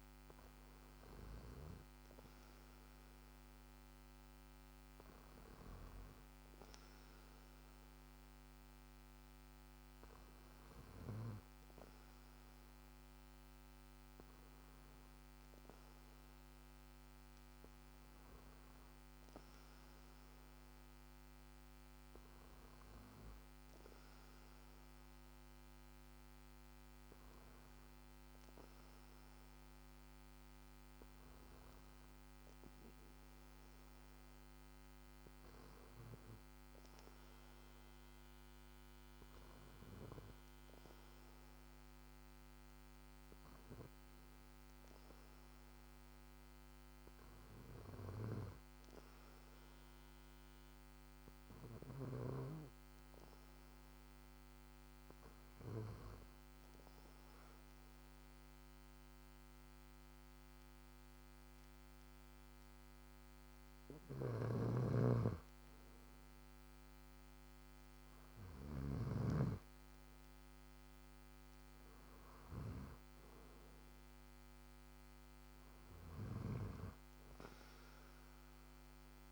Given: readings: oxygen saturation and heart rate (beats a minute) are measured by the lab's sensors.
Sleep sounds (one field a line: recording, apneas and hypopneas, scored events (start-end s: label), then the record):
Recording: breathing in sleep by a microphone on the trachea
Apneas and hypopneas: 1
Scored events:
50.50-63.50 s: hypopnea (oxygen 95% before, 91% lowest, heart rate 55 before, 55 extreme, up 4 after)
64.00-69.00 s: snoring (device-marked)
65.50-70.00 s: arousal
From the record:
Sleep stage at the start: N2 (light sleep)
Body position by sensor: on the back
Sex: male